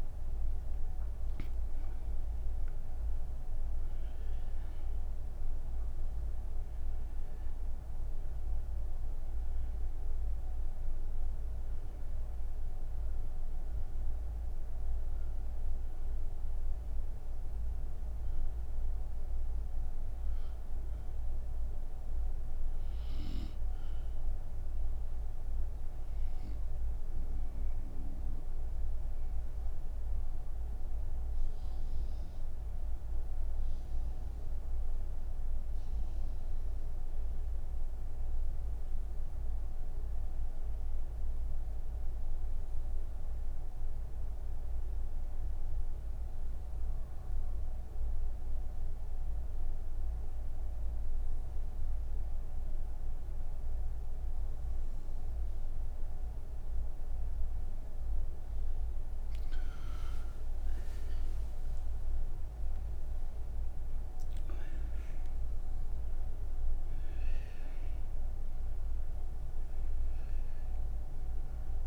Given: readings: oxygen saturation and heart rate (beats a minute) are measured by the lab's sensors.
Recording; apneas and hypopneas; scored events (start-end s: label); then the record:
breathing in sleep, hard to hear, by a room microphone; none
0.00-40.00 s: oxygen desaturation (device-marked, oxygen 87% lowest)
58.00-71.87 s: oxygen desaturation (device-marked, oxygen 98% before, 85% lowest)
From the record:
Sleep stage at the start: N1 (lightest sleep); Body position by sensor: on the right side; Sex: female